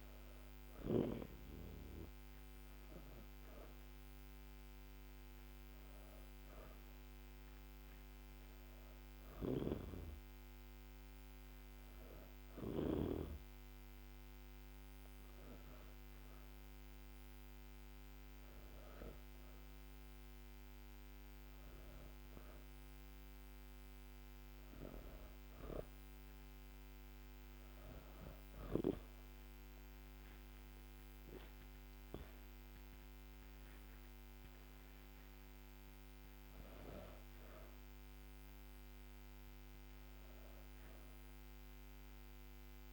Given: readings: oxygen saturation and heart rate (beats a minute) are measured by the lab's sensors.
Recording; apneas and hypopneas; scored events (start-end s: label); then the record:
breathing in sleep by a microphone on the trachea; none
30.50-34.50 s: arousal
From the record:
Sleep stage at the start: N2 (light sleep); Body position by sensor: on the back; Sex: female